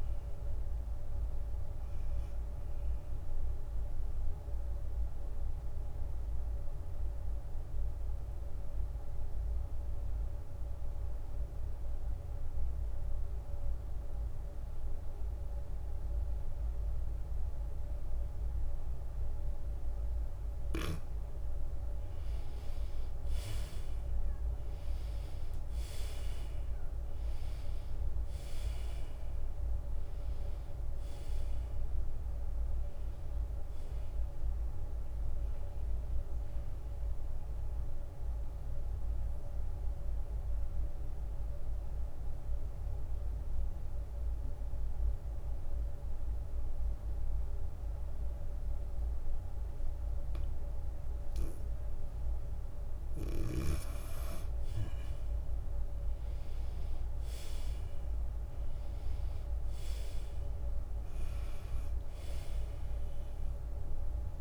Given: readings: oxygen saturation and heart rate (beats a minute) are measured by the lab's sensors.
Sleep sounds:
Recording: breathing in sleep, hard to hear, by a room microphone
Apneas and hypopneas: 2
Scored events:
0.00-12.50 s: drop in pulse transit time (device-marked, heart rate 88 extreme)
0.50-2.50 s: long interval between heartbeats (device-marked, heart rate 91 before, 96 extreme)
0.50-24.50 s: oxygen desaturation (device-marked, oxygen 96% before, 85% lowest, heart rate 91 before, 86 extreme)
3.00-5.00 s: long interval between heartbeats (device-marked, heart rate 92 before, 95 extreme)
5.00-22.00 s: mixed apnea (oxygen 96% before, 80% lowest, heart rate 92 before, 86 extreme, up 10 after)
25.00-30.00 s: arousal
26.50-54.50 s: oxygen desaturation (device-marked, oxygen 96% before, 80% lowest, heart rate 88 before, 88 extreme)
28.50-44.50 s: drop in pulse transit time (device-marked, heart rate 88 before, 93 extreme)
39.50-53.50 s: mixed apnea (oxygen 96% before, 80% lowest, heart rate 93 before, 88 extreme, up 9 after)
56.00-60.00 s: arousal
56.50-64.41 s: oxygen desaturation (device-marked, oxygen 97% before, 83% lowest, heart rate 92 before, 87 extreme)
58.50-64.41 s: tachycardia (device-marked, heart rate 88 before, 109 extreme)
60.50-64.41 s: drop in pulse transit time (device-marked, heart rate 91 before, 93 extreme)
61.50-63.50 s: long interval between heartbeats (device-marked, heart rate 91 before, 105 extreme)
From the record:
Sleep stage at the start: N2 (light sleep)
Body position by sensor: on the back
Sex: female

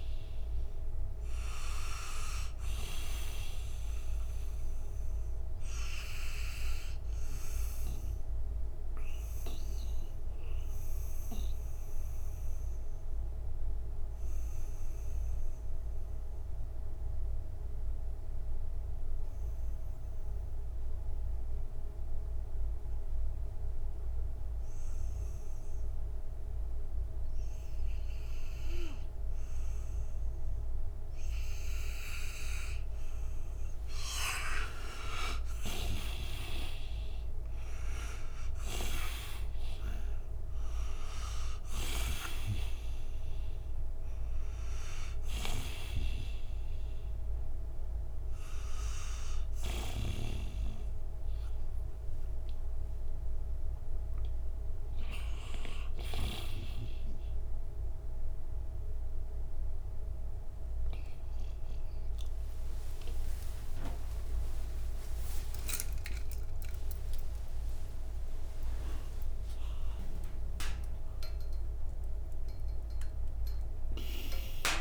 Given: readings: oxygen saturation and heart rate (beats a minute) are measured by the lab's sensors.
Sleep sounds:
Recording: a person partly awake in a sleep study, by a room microphone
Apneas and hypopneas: 1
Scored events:
1.00-24.00 s: oxygen desaturation (device-marked, oxygen 98% before, 88% lowest, heart rate 64 before, 57 extreme)
9.00-33.00 s: mixed apnea (oxygen 99% before, 83% lowest, heart rate 65 before, 57 extreme, up 10 after)
34.00-39.50 s: arousal
34.00-63.00 s: oxygen desaturation (device-marked, oxygen 97% before, 83% lowest, heart rate 59 before, 45 extreme)
35.00-38.50 s: snoring (device-marked)
45.00-49.50 s: snoring (device-marked)
55.00-74.81 s: new sleep stage, awake
From the record:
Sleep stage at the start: N2 (light sleep)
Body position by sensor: on the right side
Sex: male

